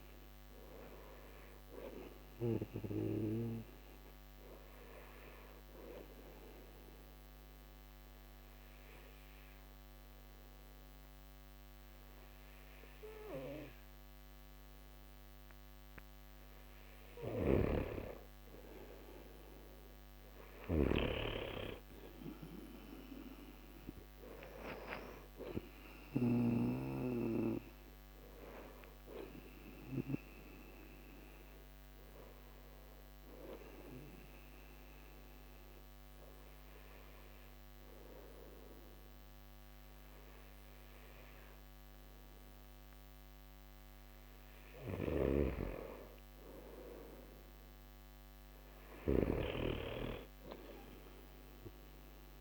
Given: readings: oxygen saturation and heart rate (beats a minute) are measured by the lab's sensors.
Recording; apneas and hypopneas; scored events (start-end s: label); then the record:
breathing in sleep by a microphone on the trachea; 2
0.00-15.00 s: oxygen desaturation (device-marked, oxygen 91% lowest)
2.50-16.50 s: obstructive apnea (oxygen 96% before, 91% lowest)
19.50-23.00 s: arousal
20.50-26.50 s: snoring (device-marked)
28.00-40.00 s: oxygen desaturation (device-marked, oxygen 95% before, 91% lowest)
30.50-46.50 s: obstructive apnea (oxygen 95% before, 91% lowest)
45.00-49.50 s: snoring (device-marked)
49.00-52.00 s: arousal
From the record:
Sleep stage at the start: N2 (light sleep); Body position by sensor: on the back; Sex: male